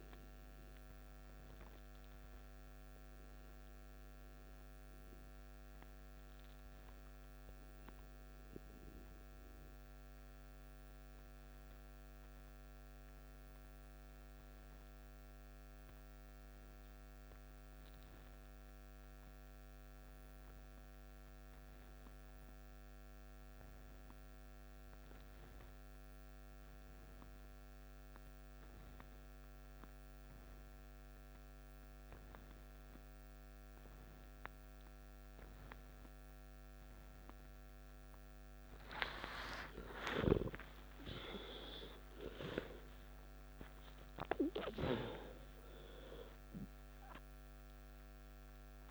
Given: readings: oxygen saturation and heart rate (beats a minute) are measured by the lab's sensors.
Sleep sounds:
breathing in sleep by a microphone on the trachea; 1
0.50-38.50 s: mixed apnea (oxygen 97% before, 90% lowest, heart rate 66 before, 52 extreme, up 11 after)
31.50-48.91 s: oxygen desaturation (device-marked, oxygen 98% before, 90% lowest, heart rate 55 before, 54 extreme)
39.50-44.00 s: arousal
From the record:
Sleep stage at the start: N2 (light sleep); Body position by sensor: on the back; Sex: male

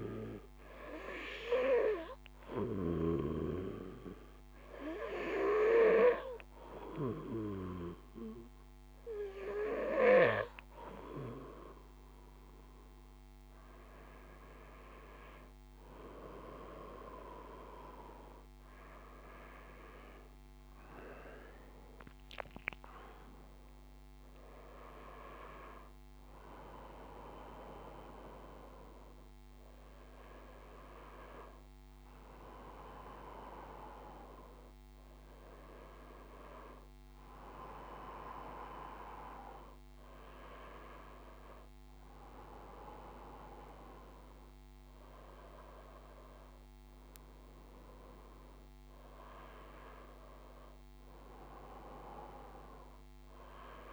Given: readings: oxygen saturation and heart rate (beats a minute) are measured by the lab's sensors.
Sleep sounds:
breathing in sleep by a microphone on the trachea; 1
1.00-12.50 s: obstructive apnea (oxygen 97% before, 95% lowest, heart rate 53 before, 53 extreme, up 5 after)
1.00-53.93 s: new sleep stage, N1 (lightest sleep)
15.50-20.00 s: arousal
From the record:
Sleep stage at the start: N2 (light sleep); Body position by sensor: on the back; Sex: male

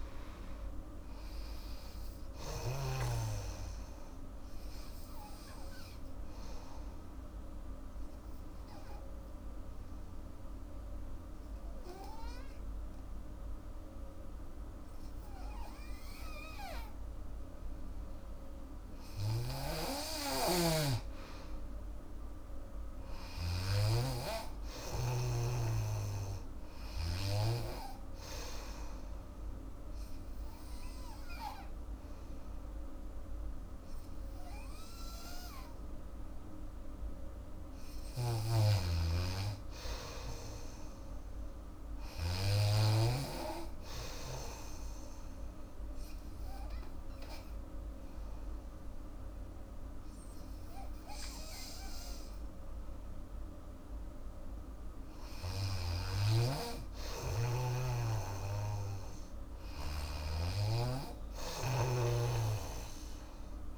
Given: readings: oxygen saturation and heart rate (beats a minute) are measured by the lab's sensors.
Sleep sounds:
breathing in sleep by a room microphone; 3
1.00-14.00 s: oxygen desaturation (device-marked, oxygen 98% before, 88% lowest, heart rate 78 before, 69 extreme)
6.50-19.00 s: obstructive apnea (oxygen 98% before, 88% lowest, heart rate 77 before, 71 extreme, up 8 after)
19.00-27.50 s: snoring (device-marked)
21.00-37.00 s: oxygen desaturation (device-marked, oxygen 98% before, 90% lowest, heart rate 76 before, 76 extreme)
21.50-24.50 s: arousal
28.50-38.50 s: obstructive apnea (oxygen 98% before, 90% lowest, heart rate 75 before, 76 extreme, up 5 after)
38.00-43.00 s: snoring (device-marked)
40.50-43.50 s: arousal
45.50-55.50 s: obstructive apnea (oxygen 98% before, 92% lowest, heart rate 80 before, 76 extreme, up 3 after)
56.00-60.00 s: snoring (device-marked)
57.50-60.50 s: arousal
From the record:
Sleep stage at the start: N2 (light sleep); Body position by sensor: on the back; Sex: female

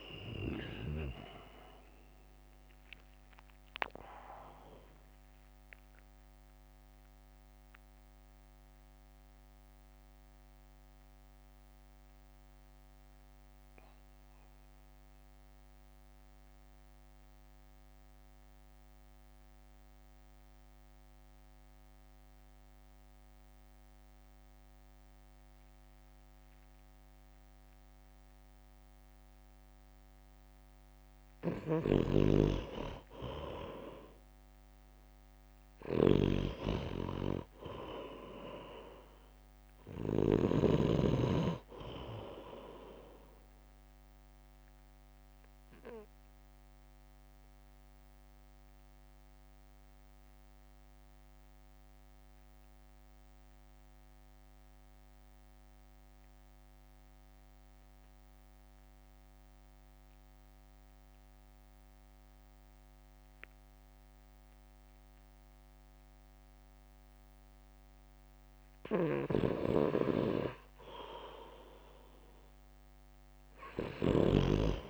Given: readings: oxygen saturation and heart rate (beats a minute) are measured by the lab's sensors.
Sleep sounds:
breathing in sleep by a microphone on the trachea; 2
0.00-6.50 s: oxygen desaturation (device-marked, oxygen 92% lowest, heart rate 56 extreme)
0.00-12.50 s: drop in pulse transit time (device-marked, heart rate 57 extreme)
6.00-30.50 s: mixed apnea (oxygen 98% before, 90% lowest, heart rate 59 before, 50 extreme, up 2 after)
33.50-37.50 s: arousal
33.50-51.50 s: oxygen desaturation (device-marked, oxygen 98% before, 91% lowest, heart rate 59 before, 50 extreme)
45.50-70.00 s: obstructive apnea (oxygen 98% before, 90% lowest, heart rate 57 before, 52 extreme, up 0 after)
71.00-74.00 s: arousal
73.50-74.90 s: oxygen desaturation (device-marked, oxygen 97% before, 92% lowest, heart rate 56 before, 52 extreme)
From the record:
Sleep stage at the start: N2 (light sleep); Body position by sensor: on the right side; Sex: male

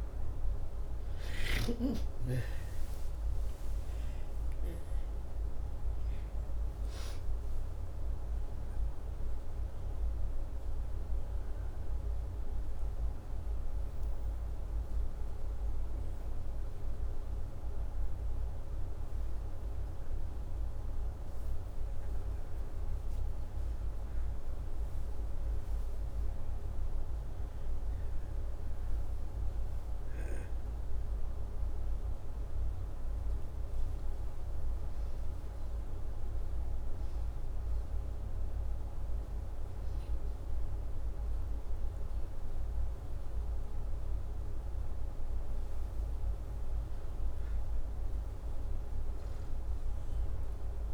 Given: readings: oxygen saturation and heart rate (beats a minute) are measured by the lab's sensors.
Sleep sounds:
breathing in sleep, hard to hear, by a room microphone; 1
3.50-8.50 s: arousal
14.50-26.00 s: hypopnea (oxygen 97% before, 94% lowest, heart rate 88 before, 81 extreme, up 2 after)
27.50-31.00 s: arousal
From the record:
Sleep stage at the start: N2 (light sleep); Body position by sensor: upright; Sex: male

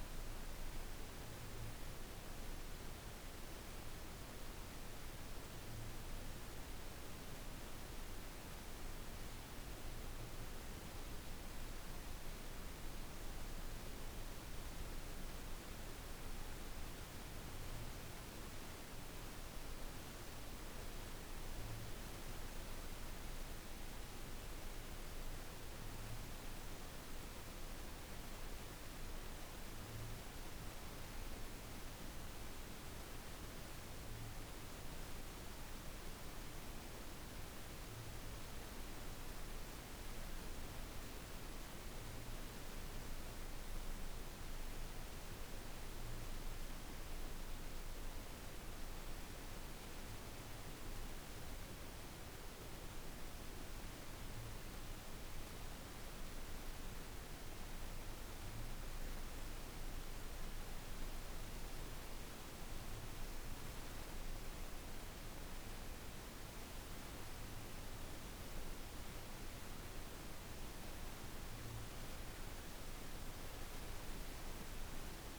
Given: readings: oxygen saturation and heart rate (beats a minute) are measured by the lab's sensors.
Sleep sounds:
breathing in sleep, hard to hear, by a room microphone; none
0.00-6.50 s: oxygen desaturation (device-marked, oxygen 92% lowest, heart rate 53 extreme)
From the record:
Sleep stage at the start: N1 (lightest sleep); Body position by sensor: on the back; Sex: female

